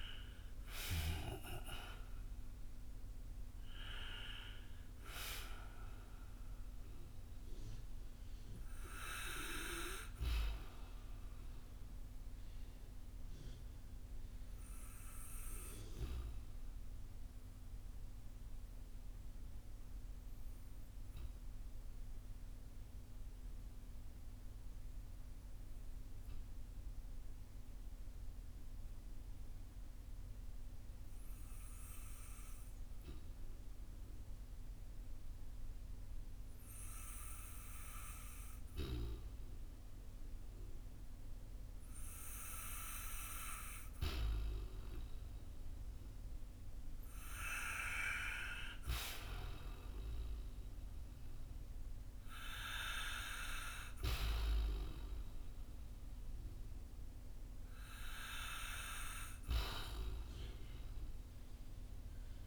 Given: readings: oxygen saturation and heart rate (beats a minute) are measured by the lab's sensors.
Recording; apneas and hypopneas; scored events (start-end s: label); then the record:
breathing in sleep by a room microphone; 1
14.00-39.50 s: obstructive apnea (oxygen 96% before, 91% lowest, heart rate 57 before, 38 extreme, up 4 after)
43.50-47.00 s: arousal
45.50-62.47 s: oxygen desaturation (device-marked, oxygen 97% before, 92% lowest, heart rate 50 before, 47 extreme)
From the record:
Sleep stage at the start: N2 (light sleep); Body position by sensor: on the back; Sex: male